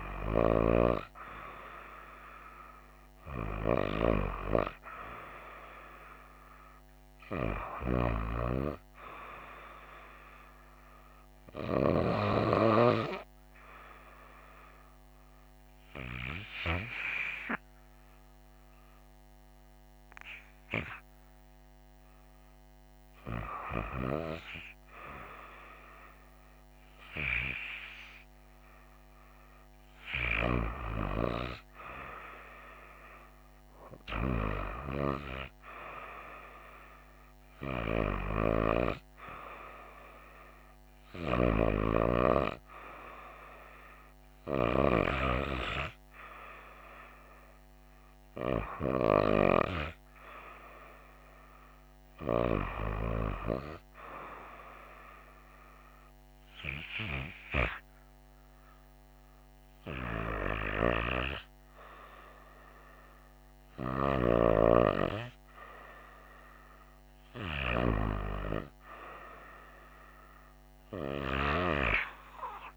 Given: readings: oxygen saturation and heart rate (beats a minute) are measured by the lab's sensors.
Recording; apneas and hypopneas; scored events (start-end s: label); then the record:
breathing in sleep by a microphone on the trachea; 1
2.00-6.50 s: arousal
12.00-23.00 s: hypopnea (oxygen 95% before, 93% lowest, heart rate 70 before, 64 extreme, up 2 after)
25.50-28.50 s: arousal
From the record:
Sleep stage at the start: REM sleep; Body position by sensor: on the right side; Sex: female